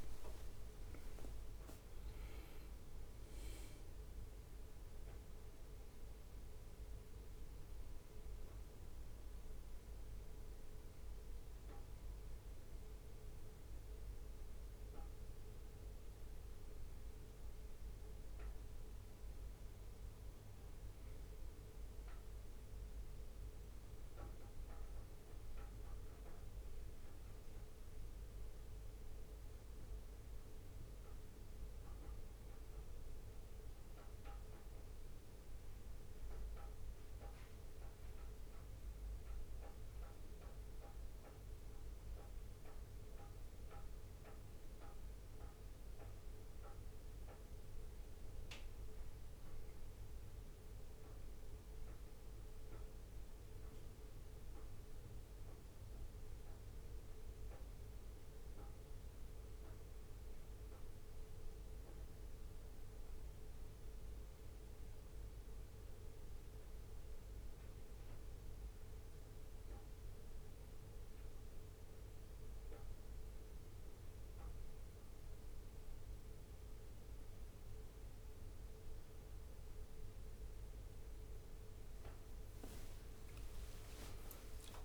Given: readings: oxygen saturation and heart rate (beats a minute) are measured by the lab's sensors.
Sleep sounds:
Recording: breathing in sleep, hard to hear, by a room microphone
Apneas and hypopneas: none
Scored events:
0.00-2.00 s: arousal
0.00-2.00 s: leg movement (device-marked)
81.50-84.85 s: arousal
83.00-84.85 s: long interval between heartbeats (device-marked, heart rate 65 before, 74 extreme)
From the record:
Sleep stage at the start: N1 (lightest sleep)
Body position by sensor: on the back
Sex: male

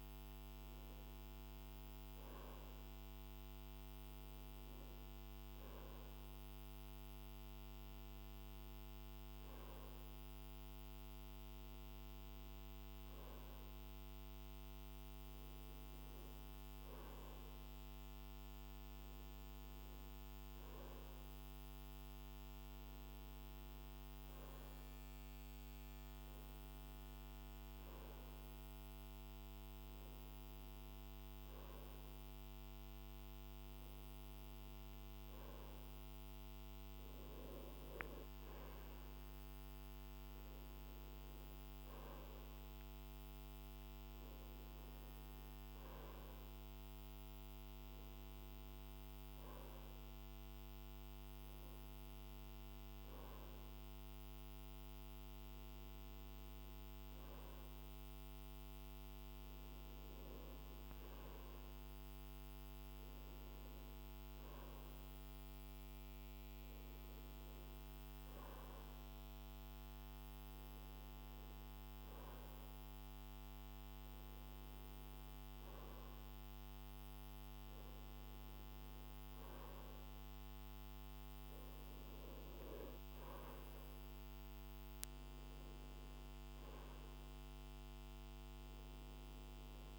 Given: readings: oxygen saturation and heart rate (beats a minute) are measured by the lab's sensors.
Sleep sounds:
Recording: breathing in sleep, hard to hear, by a microphone on the trachea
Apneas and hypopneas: none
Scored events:
none scored
From the record:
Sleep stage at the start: N2 (light sleep)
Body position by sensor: on the right side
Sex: male

